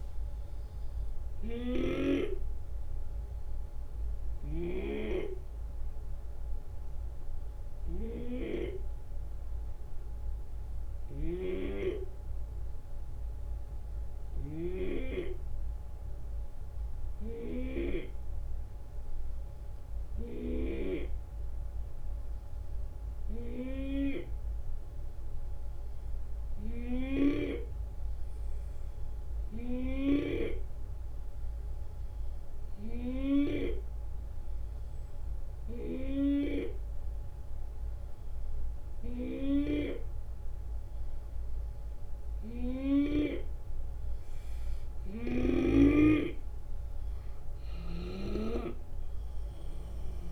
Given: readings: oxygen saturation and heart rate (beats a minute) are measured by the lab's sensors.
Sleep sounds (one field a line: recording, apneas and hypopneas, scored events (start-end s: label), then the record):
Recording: breathing in sleep by a room microphone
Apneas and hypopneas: 1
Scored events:
0.00-1.50 s: oxygen desaturation (device-marked, oxygen 90% lowest, heart rate 65 extreme)
0.00-4.50 s: drop in pulse transit time (device-marked, heart rate 74 extreme)
0.00-4.50 s: snoring (device-marked)
1.50-40.50 s: hypopnea (oxygen 94% before, 87% lowest, heart rate 75 before, 65 extreme, up 5 after)
10.50-20.50 s: snoring (device-marked)
26.50-30.00 s: snoring (device-marked)
31.50-50.32 s: oxygen desaturation (device-marked, oxygen 94% before, 88% lowest, heart rate 69 before, 69 extreme)
39.00-45.00 s: snoring (device-marked)
46.00-50.00 s: arousal
47.00-50.32 s: snoring (device-marked)
48.50-50.32 s: drop in pulse transit time (device-marked, heart rate 72 before, 71 extreme)
From the record:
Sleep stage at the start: N2 (light sleep)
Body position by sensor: on the left side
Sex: male